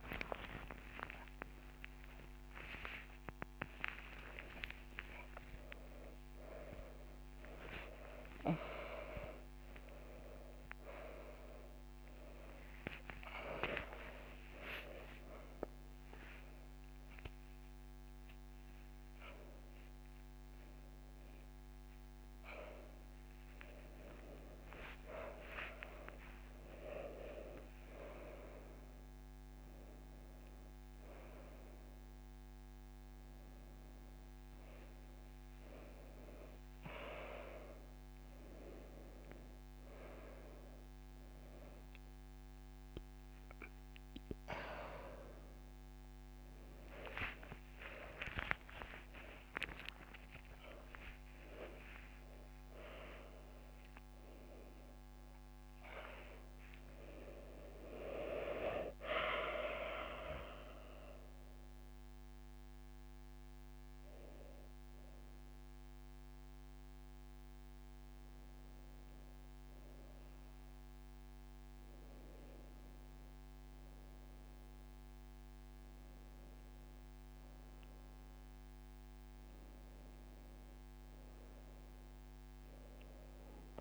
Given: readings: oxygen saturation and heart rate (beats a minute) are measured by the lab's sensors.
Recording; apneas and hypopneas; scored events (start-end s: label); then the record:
a person awake in a sleep study, by a microphone on the trachea; none
0.00-7.50 s: drop in pulse transit time (device-marked)
4.50-6.50 s: long interval between heartbeats (device-marked, heart rate 54 before, 76 extreme)
7.50-9.50 s: long interval between heartbeats (device-marked, heart rate 54 before, 68 extreme)
11.50-13.50 s: long interval between heartbeats (device-marked, heart rate 52 before, 70 extreme)
15.00-17.00 s: long interval between heartbeats (device-marked, heart rate 51 before, 58 extreme)
18.50 s: drop in pulse transit time (device-marked)
22.00-24.00 s: long interval between heartbeats (device-marked, heart rate 59 before, 35 extreme)
27.50 s: drop in pulse transit time (device-marked)
40.50-42.50 s: long interval between heartbeats (device-marked)
42.50-55.50 s: drop in pulse transit time (device-marked)
50.00-52.00 s: long interval between heartbeats (device-marked)
55.50-57.50 s: long interval between heartbeats (device-marked)
62.00-64.00 s: long interval between heartbeats (device-marked)
69.50-71.50 s: long interval between heartbeats (device-marked)
From the record:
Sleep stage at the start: awake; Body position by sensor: on the right side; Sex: female